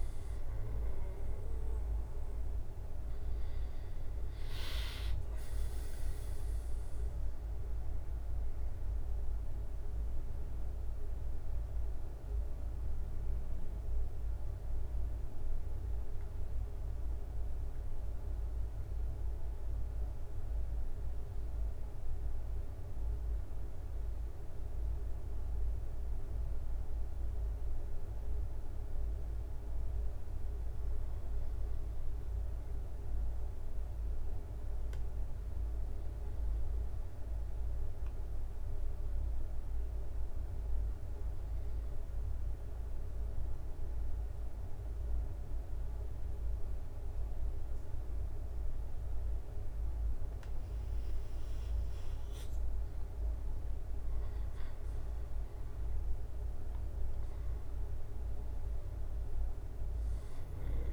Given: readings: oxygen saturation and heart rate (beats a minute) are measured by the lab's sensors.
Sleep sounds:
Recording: breathing in sleep, hard to hear, by a room microphone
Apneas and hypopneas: 1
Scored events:
0.00-13.50 s: oxygen desaturation (device-marked, oxygen 90% lowest, heart rate 63 extreme)
9.50-30.50 s: mixed apnea (oxygen 94% before, 90% lowest, heart rate 73 before, 63 extreme, up 4 after)
32.00-35.00 s: arousal
34.50-50.50 s: oxygen desaturation (device-marked, oxygen 98% before, 94% lowest, heart rate 68 before, 65 extreme)
54.50-58.50 s: arousal
From the record:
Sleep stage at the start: N2 (light sleep)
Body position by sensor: on the back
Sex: male

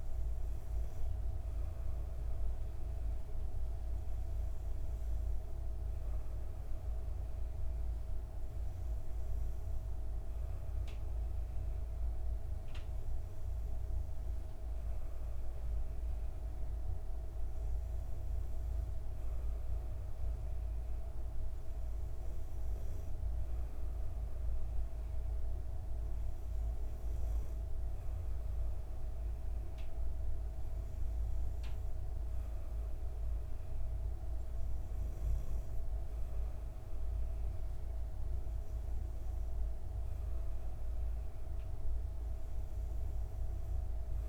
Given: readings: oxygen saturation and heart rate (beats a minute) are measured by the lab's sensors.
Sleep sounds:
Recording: breathing in sleep, hard to hear, by a room microphone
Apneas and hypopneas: none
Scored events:
none scored
From the record:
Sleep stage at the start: N2 (light sleep)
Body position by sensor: on the back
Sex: female

